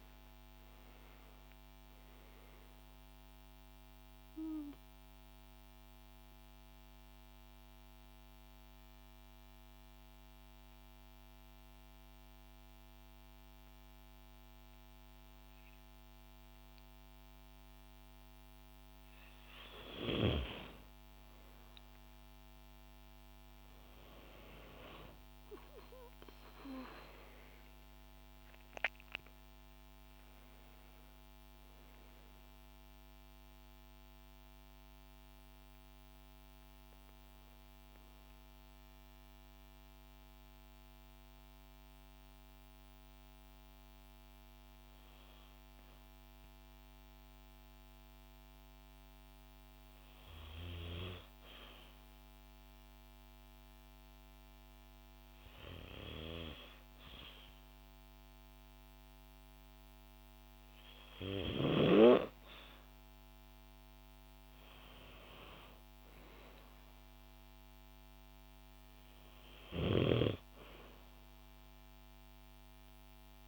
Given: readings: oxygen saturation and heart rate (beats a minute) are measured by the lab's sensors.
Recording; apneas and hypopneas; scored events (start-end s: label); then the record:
breathing in sleep by a microphone on the trachea; 1
4.00-19.00 s: mixed apnea (oxygen 96% before, 93% lowest, heart rate 69 before, 60 extreme, up 7 after)
22.00-40.00 s: oxygen desaturation (device-marked, oxygen 97% before, 93% lowest, heart rate 68 before, 59 extreme)
25.50-30.00 s: arousal
From the record:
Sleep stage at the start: N2 (light sleep); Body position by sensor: on the back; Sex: female